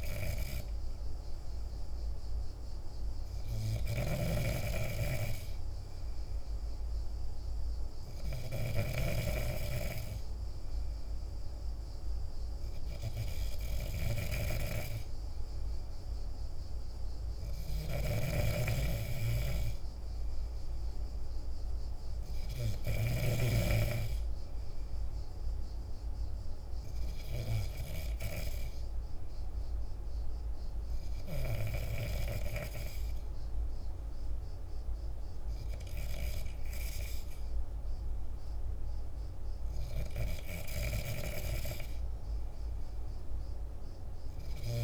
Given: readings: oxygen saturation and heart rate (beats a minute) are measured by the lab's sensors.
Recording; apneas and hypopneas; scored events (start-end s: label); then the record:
breathing in sleep by a room microphone; none
0.00-3.00 s: oxygen desaturation (device-marked, oxygen 94% lowest, heart rate 50 extreme)
3.50-23.00 s: snoring (device-marked)
From the record:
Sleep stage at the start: N2 (light sleep); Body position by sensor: on the back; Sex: male